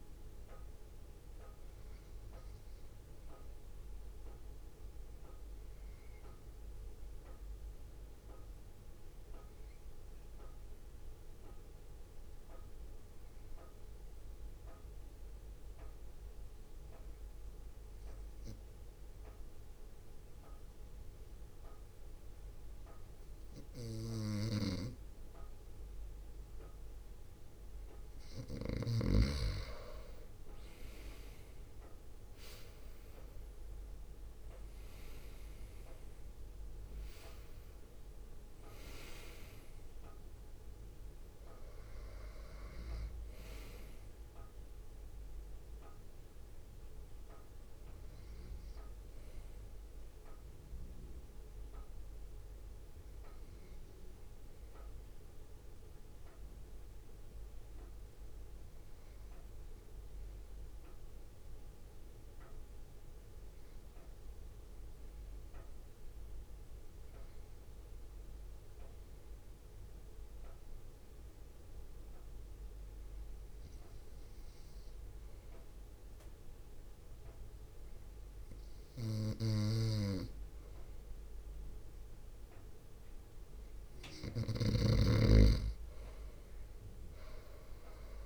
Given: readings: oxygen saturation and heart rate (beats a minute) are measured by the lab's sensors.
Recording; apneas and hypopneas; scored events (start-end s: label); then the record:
breathing in sleep by a room microphone; 2
4.00-26.50 s: obstructive apnea (oxygen 98% before, 95% lowest, heart rate 59 before, 54 extreme, up 4 after)
31.50-36.00 s: arousal
34.00-48.00 s: drop in pulse transit time (device-marked, heart rate 61 before, 54 extreme)
54.50-81.50 s: obstructive apnea (oxygen 97% before, 94% lowest, heart rate 58 before, 55 extreme, up 3 after)
From the record:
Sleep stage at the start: N2 (light sleep); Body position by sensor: on the front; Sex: male